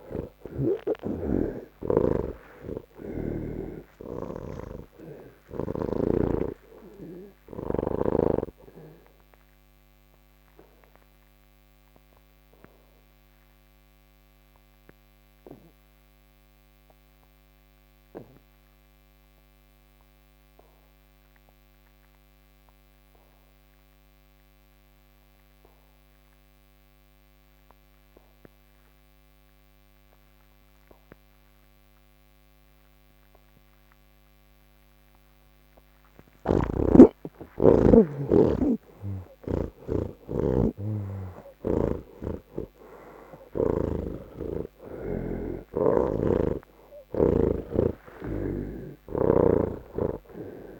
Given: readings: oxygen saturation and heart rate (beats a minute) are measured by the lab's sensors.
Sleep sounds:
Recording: breathing in sleep by a microphone on the trachea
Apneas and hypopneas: none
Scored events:
4.00-7.50 s: snoring (device-marked)
14.50-20.50 s: oxygen desaturation (device-marked, oxygen 96% before, 85% lowest, heart rate 79 before, 68 extreme)
35.50-46.50 s: oxygen desaturation (device-marked, oxygen 98% before, 93% lowest, heart rate 70 before, 74 extreme)
36.00-39.50 s: snoring (device-marked)
41.50-45.00 s: snoring (device-marked)
From the record:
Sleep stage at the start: N3 (deep sleep)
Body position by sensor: on the back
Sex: male

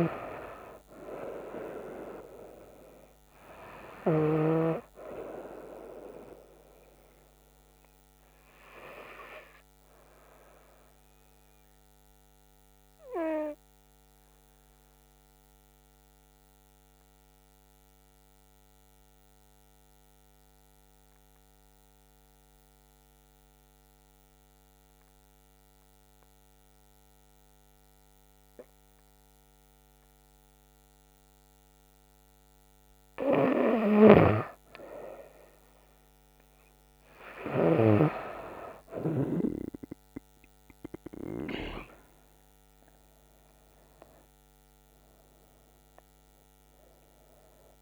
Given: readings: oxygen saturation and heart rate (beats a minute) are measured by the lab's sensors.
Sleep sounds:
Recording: breathing in sleep by a microphone on the trachea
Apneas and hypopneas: 1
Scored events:
0.00-19.00 s: oxygen desaturation (device-marked, oxygen 91% lowest, heart rate 67 extreme)
14.00-33.50 s: obstructive apnea (oxygen 96% before, 92% lowest, heart rate 71 before, 66 extreme, up 4 after)
33.00-47.81 s: oxygen desaturation (device-marked, oxygen 97% before, 92% lowest, heart rate 69 before, 64 extreme)
36.50-40.50 s: arousal
From the record:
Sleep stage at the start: N2 (light sleep)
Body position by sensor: on the back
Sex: female

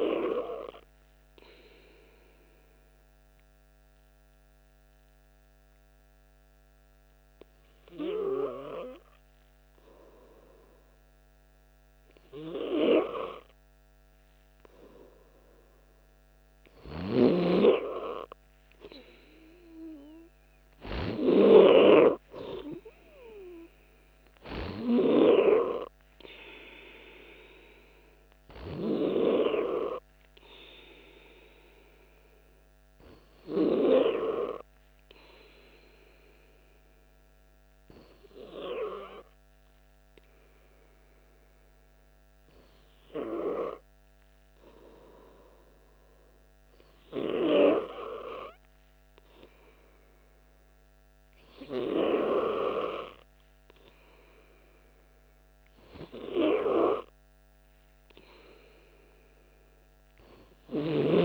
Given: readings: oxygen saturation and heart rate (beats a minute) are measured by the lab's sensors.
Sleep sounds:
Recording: breathing in sleep by a microphone on the trachea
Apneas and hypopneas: 2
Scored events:
1.00-12.50 s: obstructive apnea (oxygen 96% before, 92% lowest, heart rate 60 before, 59 extreme, up 2 after)
15.00-18.50 s: arousal
21.50-36.50 s: oxygen desaturation (device-marked, oxygen 96% before, 92% lowest, heart rate 60 before, 58 extreme)
32.50-46.00 s: hypopnea (oxygen 96% before, 92% lowest, heart rate 60 before, 58 extreme, up 0 after)
From the record:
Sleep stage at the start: N2 (light sleep)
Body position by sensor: on the back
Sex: male

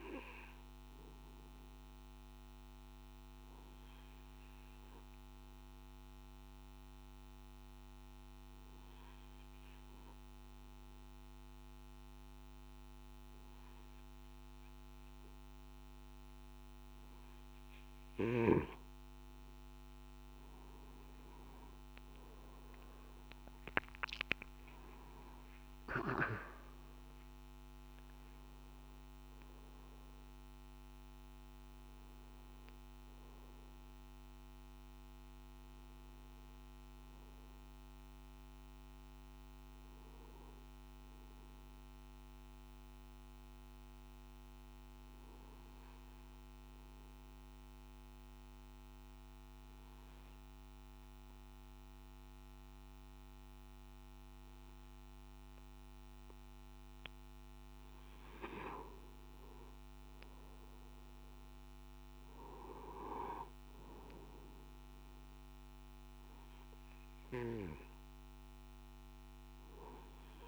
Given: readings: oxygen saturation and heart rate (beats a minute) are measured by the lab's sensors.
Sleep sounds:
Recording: breathing in sleep by a microphone on the trachea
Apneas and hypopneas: 2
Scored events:
0.00-14.50 s: oxygen desaturation (device-marked, oxygen 92% lowest, heart rate 51 extreme)
2.50-17.50 s: obstructive apnea (oxygen 97% before, 92% lowest, heart rate 56 before, 51 extreme, up 12 after)
42.00-57.50 s: obstructive apnea (oxygen 97% before, 93% lowest, heart rate 64 before, 52 extreme, up 7 after)
66.50-70.48 s: oxygen desaturation (device-marked, oxygen 97% before, 93% lowest, heart rate 55 before, 52 extreme)
From the record:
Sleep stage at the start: N2 (light sleep)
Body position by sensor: on the back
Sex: male

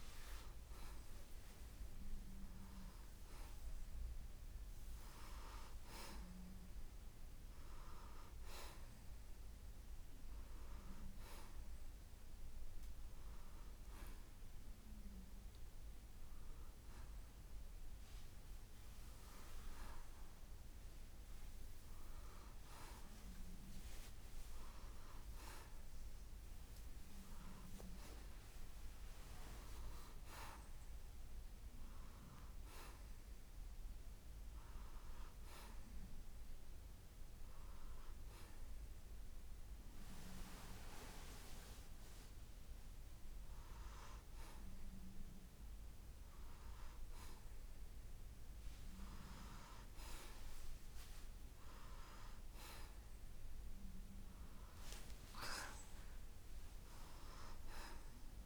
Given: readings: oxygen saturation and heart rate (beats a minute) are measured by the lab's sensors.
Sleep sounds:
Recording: breathing in sleep by a room microphone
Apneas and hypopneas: none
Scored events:
53.00-57.00 s: arousal
From the record:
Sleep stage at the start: N1 (lightest sleep)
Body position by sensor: on the right side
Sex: male

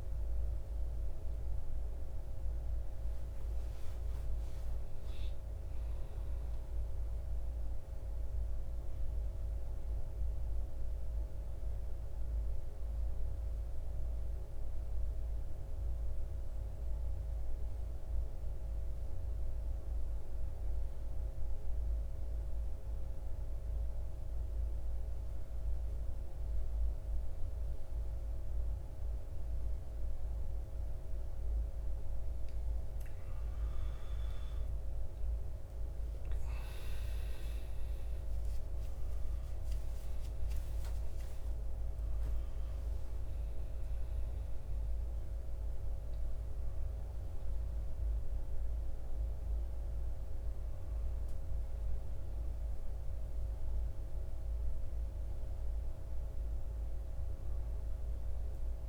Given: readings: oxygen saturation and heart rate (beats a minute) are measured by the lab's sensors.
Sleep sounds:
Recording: breathing in sleep, hard to hear, by a room microphone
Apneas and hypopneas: 1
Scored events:
10.00-32.50 s: mixed apnea (oxygen 97% before, 85% lowest, heart rate 56 before, 50 extreme, up 16 after)
28.50-58.50 s: new sleep stage, REM sleep
33.50-58.89 s: oxygen desaturation (device-marked, oxygen 98% before, 85% lowest, heart rate 53 before, 52 extreme)
36.50-41.00 s: arousal
58.50-58.89 s: new sleep stage, N2 (light sleep)
From the record:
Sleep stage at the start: N2 (light sleep)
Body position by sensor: on the back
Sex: male

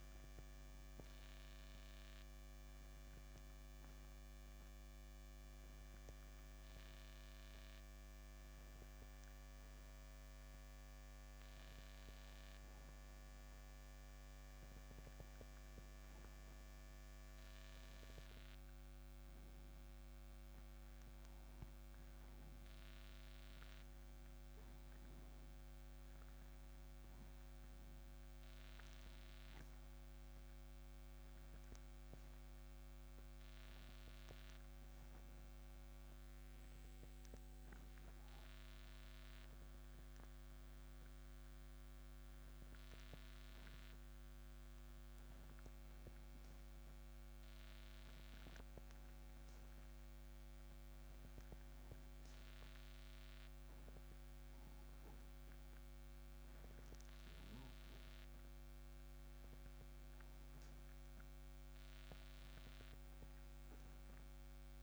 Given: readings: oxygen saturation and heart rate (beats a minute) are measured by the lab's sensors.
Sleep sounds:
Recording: breathing in sleep, hard to hear, by a microphone on the trachea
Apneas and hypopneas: 2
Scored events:
8.00-19.50 s: obstructive apnea (oxygen 96% before, 94% lowest)
22.00-27.00 s: arousal
32.50-44.00 s: hypopnea (oxygen 95% before, 94% lowest)
47.00-50.50 s: arousal
From the record:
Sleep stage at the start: N2 (light sleep)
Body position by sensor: on the right side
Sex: male

